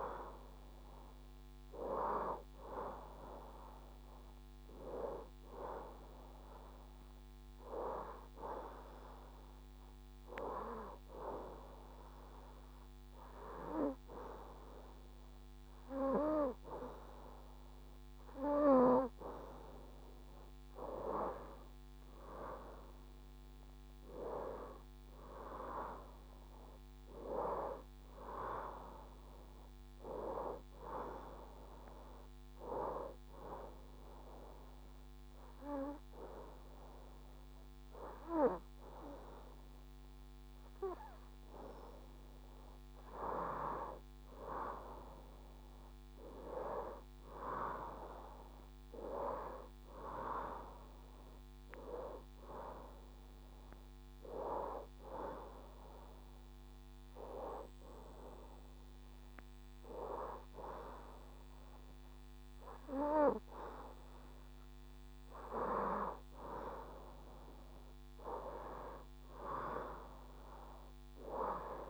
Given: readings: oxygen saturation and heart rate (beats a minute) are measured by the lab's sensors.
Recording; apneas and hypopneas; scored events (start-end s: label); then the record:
breathing in sleep by a microphone on the trachea; 3
7.00-19.50 s: hypopnea (oxygen 92% before, 88% lowest, heart rate 78 before, 73 extreme, up 4 after)
22.50-27.50 s: arousal
28.50-43.50 s: oxygen desaturation (device-marked, oxygen 94% before, 88% lowest, heart rate 75 before, 73 extreme)
32.50-43.50 s: obstructive apnea (oxygen 94% before, 88% lowest, heart rate 76 before, 73 extreme, up 4 after)
45.50-50.50 s: arousal
54.50-66.00 s: hypopnea (oxygen 93% before, 89% lowest, heart rate 75 before, 73 extreme, up 3 after)
55.50-66.50 s: oxygen desaturation (device-marked, oxygen 93% before, 89% lowest, heart rate 75 before, 73 extreme)
67.50-71.00 s: arousal
From the record:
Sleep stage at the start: N2 (light sleep); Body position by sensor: on the right side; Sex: female